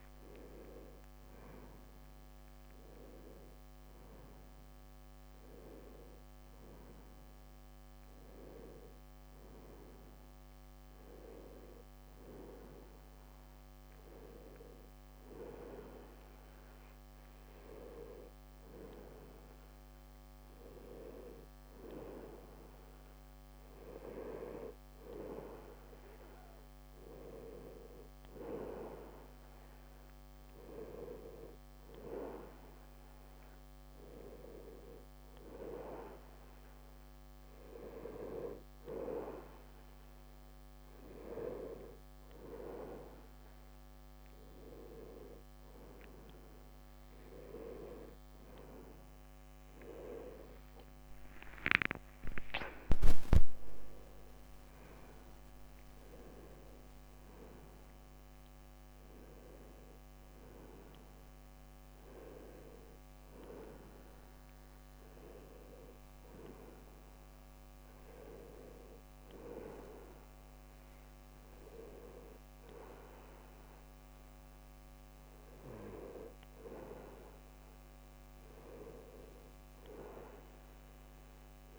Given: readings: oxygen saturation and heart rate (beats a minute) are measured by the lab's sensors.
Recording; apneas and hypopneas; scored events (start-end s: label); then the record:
breathing in sleep by a microphone on the trachea; none
48.00-52.50 s: arousal
51.50-53.50 s: long interval between heartbeats (device-marked, heart rate 71 before, 88 extreme)
From the record:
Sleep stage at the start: N1 (lightest sleep); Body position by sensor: on the right side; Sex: male